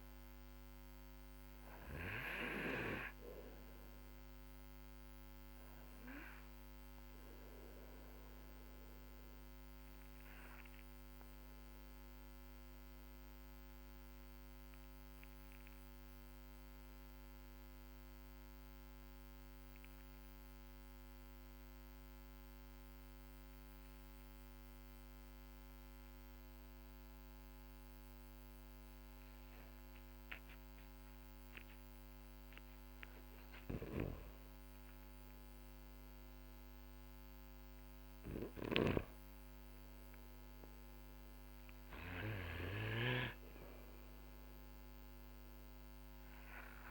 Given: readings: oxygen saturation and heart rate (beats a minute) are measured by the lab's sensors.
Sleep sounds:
breathing in sleep by a microphone on the trachea; 1
0.00-25.00 s: oxygen desaturation (device-marked, oxygen 91% lowest, heart rate 44 extreme)
1.50-30.50 s: obstructive apnea (oxygen 99% before, 91% lowest, heart rate 54 before, 41 extreme, up 14 after)
31.50-36.50 s: arousal
From the record:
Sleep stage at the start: N2 (light sleep); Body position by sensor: on the back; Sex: male

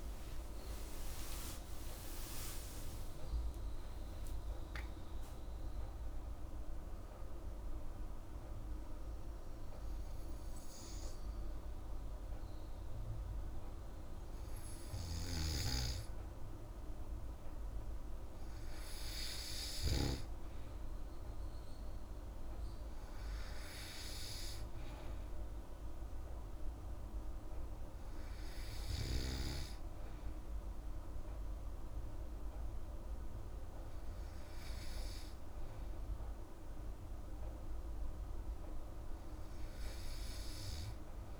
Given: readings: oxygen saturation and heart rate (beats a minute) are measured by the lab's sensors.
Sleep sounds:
breathing in sleep, hard to hear, by a room microphone; none
0.00-3.50 s: arousal
From the record:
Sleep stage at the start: N2 (light sleep); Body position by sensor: on the back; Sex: female

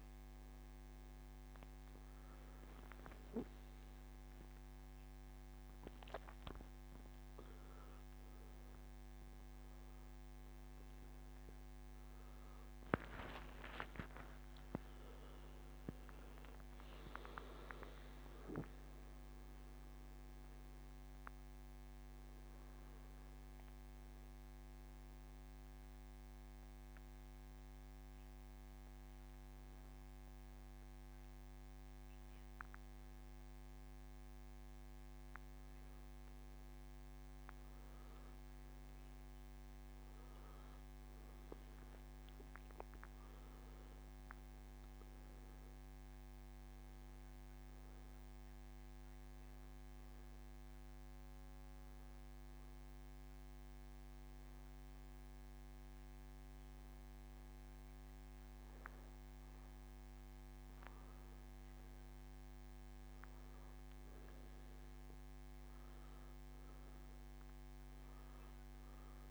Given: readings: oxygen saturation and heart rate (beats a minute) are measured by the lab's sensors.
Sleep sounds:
breathing in sleep by a microphone on the trachea; 1
12.50-16.00 s: arousal
23.00-36.50 s: hypopnea (oxygen 98% before, 93% lowest, heart rate 93 before, 81 extreme, up 6 after)
40.00-44.50 s: arousal
42.50-58.50 s: oxygen desaturation (device-marked, oxygen 98% before, 93% lowest, heart rate 85 before, 85 extreme)
From the record:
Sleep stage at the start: N2 (light sleep); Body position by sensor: on the back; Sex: male

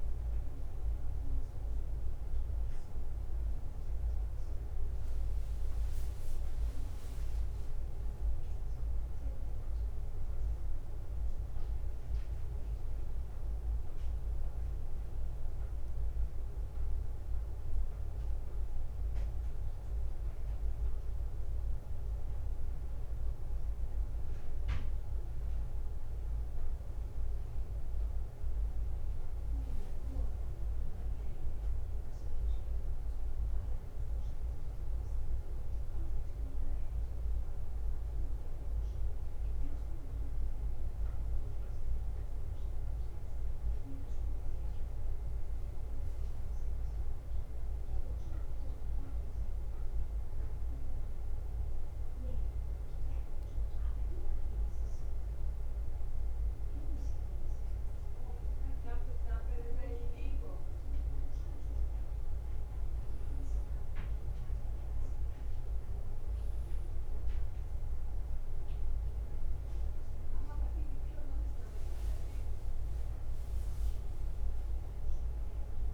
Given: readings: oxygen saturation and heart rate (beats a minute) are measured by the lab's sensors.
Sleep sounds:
breathing in sleep, hard to hear, by a room microphone; 2
0.00-37.50 s: bradycardia (device-marked, heart rate 52 extreme)
9.50-13.00 s: arousal
16.00-29.00 s: hypopnea (oxygen 97% before, 92% lowest, heart rate 58 before, 48 extreme, up 0 after)
31.50-75.94 s: new sleep stage, N2 (light sleep)
32.00-36.50 s: arousal
44.50-75.94 s: bradycardia (device-marked, heart rate 58 before, 48 extreme)
45.00-47.00 s: long interval between heartbeats (device-marked, heart rate 59 before, 74 extreme)
51.50-62.00 s: obstructive apnea (oxygen 95% before, 92% lowest, heart rate 61 before, 54 extreme, up 4 after)
64.50-68.00 s: arousal
74.50-75.94 s: oxygen desaturation (device-marked, oxygen 95% before, 92% lowest, heart rate 55 before, 54 extreme)
From the record:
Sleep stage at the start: N1 (lightest sleep); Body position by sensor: on the back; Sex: male

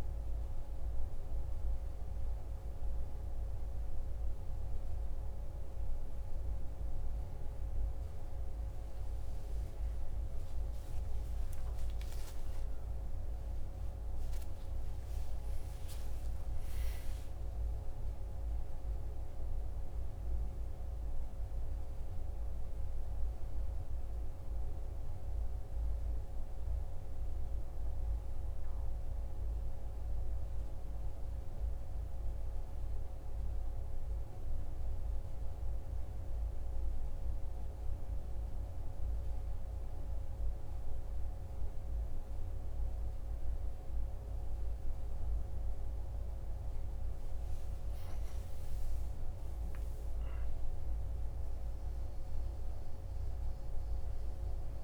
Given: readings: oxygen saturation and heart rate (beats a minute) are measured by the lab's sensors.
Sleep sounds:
breathing in sleep, hard to hear, by a room microphone; none
11.00-16.00 s: arousal
45.50-51.00 s: arousal
From the record:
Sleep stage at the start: N1 (lightest sleep); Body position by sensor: on the right side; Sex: male

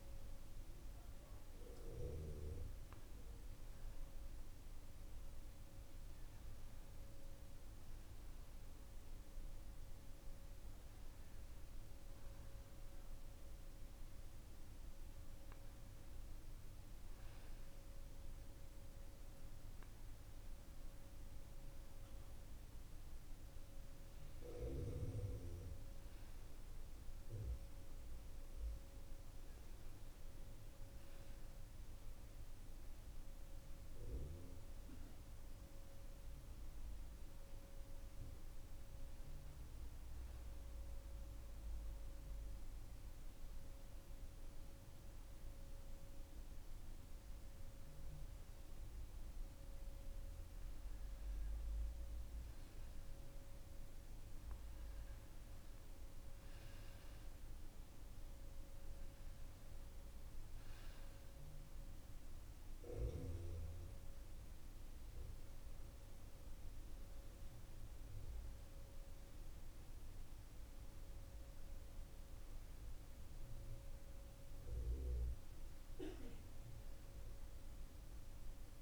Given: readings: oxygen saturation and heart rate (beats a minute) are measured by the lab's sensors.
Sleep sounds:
breathing in sleep, hard to hear, by a room microphone; none
none scored
From the record:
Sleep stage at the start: N2 (light sleep); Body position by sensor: on the back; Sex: male

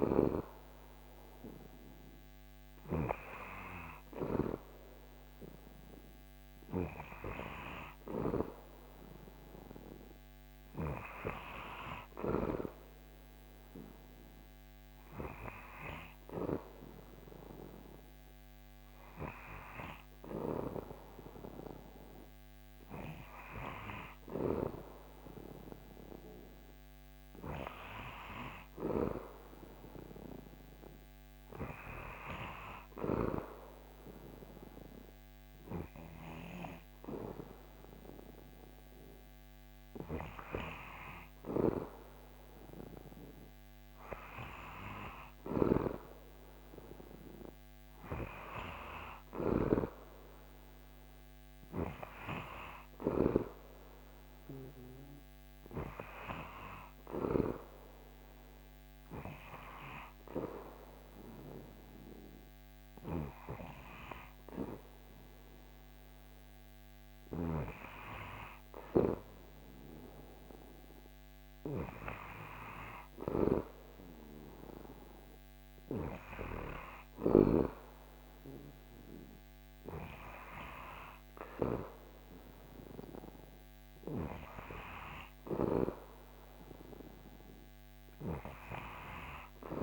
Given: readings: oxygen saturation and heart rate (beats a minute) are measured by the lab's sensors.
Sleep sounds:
breathing in sleep by a microphone on the trachea; none
none scored
From the record:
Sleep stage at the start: N2 (light sleep); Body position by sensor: on the back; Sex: male

